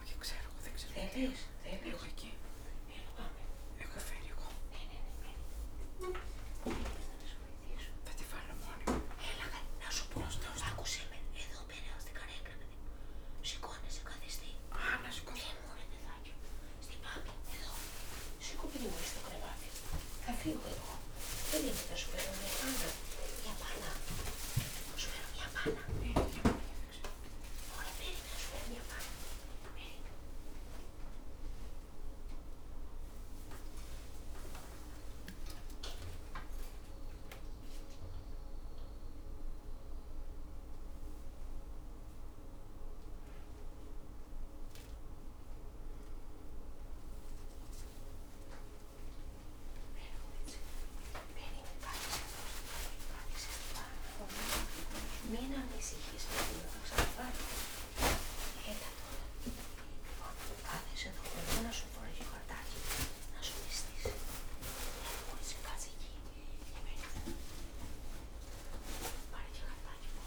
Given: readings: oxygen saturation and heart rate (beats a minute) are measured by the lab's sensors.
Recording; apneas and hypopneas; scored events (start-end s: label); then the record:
a person awake in a sleep study, by a room microphone; none
0.00-9.00 s: oxygen desaturation (device-marked, oxygen 97% lowest, heart rate 80 extreme)
From the record:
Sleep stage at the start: awake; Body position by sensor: upright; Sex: female